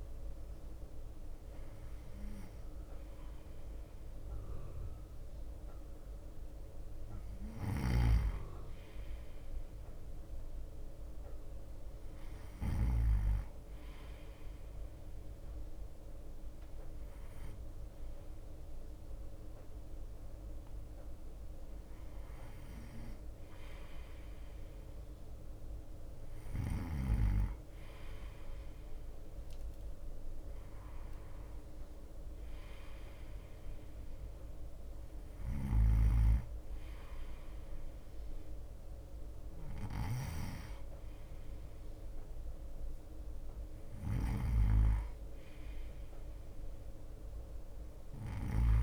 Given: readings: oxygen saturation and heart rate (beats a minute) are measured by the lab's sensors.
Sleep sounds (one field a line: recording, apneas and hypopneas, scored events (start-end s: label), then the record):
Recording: breathing in sleep by a room microphone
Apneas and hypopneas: 1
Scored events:
0.00-18.00 s: bradycardia (device-marked, heart rate 55 extreme)
7.50-13.00 s: snoring (device-marked)
15.00-26.00 s: hypopnea (oxygen 93% before, 92% lowest, heart rate 57 before, 56 extreme, up 0 after)
20.00-45.00 s: bradycardia (device-marked, heart rate 60 before, 56 extreme)
30.50-35.00 s: arousal
35.50-48.83 s: snoring (device-marked)
From the record:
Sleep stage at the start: N2 (light sleep)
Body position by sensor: on the right side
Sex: male